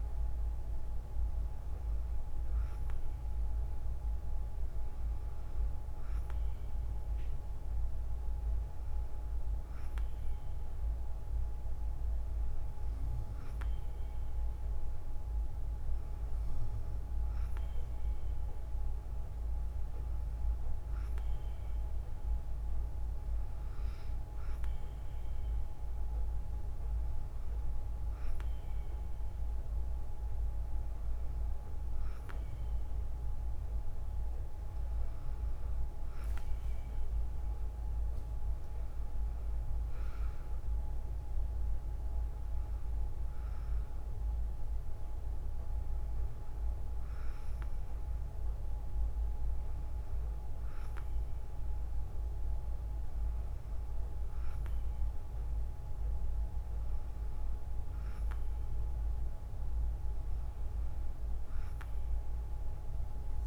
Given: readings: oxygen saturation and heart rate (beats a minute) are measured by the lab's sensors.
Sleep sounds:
breathing in sleep, hard to hear, by a room microphone; none
none scored
From the record:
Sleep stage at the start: N2 (light sleep); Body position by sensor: on the right side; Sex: female

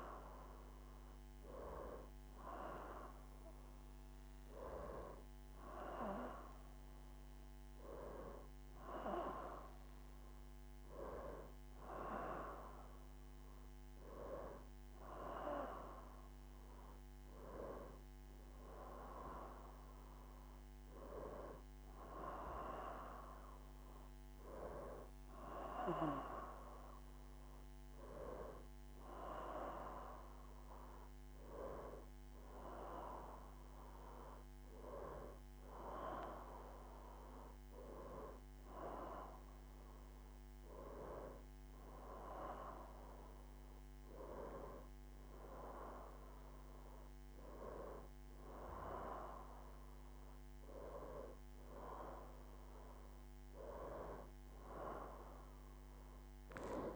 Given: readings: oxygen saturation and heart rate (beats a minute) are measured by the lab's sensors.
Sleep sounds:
breathing in sleep by a microphone on the trachea; none
none scored
From the record:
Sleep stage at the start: N2 (light sleep); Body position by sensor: on the back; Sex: female

